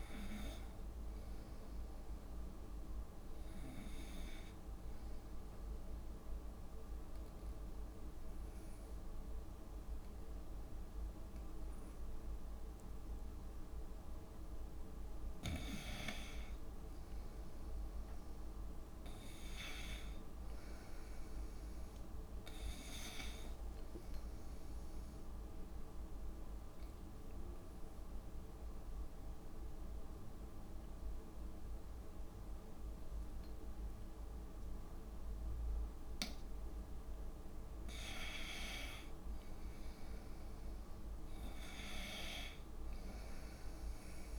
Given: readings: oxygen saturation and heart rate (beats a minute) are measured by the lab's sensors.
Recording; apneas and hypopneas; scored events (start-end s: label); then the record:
breathing in sleep by a room microphone; 2
5.50-15.50 s: obstructive apnea (oxygen 96% before, 90% lowest, heart rate 73 before, 66 extreme, up 3 after)
18.00-22.00 s: arousal
26.00-38.50 s: obstructive apnea (oxygen 97% before, 91% lowest, heart rate 69 before, 65 extreme, up 6 after)
40.50-44.39 s: arousal
42.00-44.39 s: oxygen desaturation (device-marked, oxygen 96% before, 91% lowest, heart rate 69 before, 65 extreme)
From the record:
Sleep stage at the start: N2 (light sleep); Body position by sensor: on the right side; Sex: female